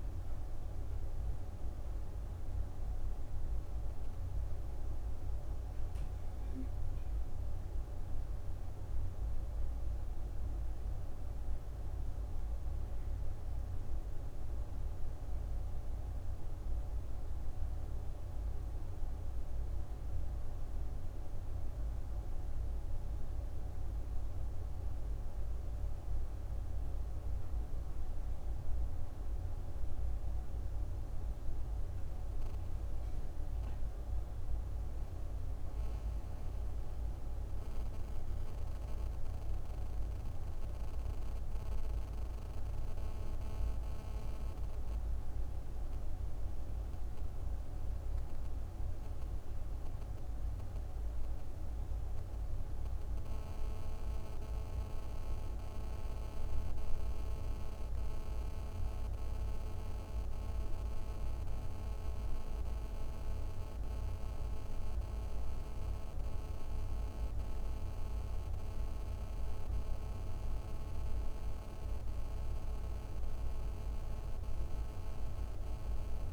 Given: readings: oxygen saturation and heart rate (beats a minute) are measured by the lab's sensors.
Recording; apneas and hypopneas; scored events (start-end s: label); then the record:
a person awake in a sleep study, hard to hear, by a room microphone; none
40.00-76.33 s: new sleep stage, N1 (lightest sleep)
From the record:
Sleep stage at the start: awake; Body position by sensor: on the right side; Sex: female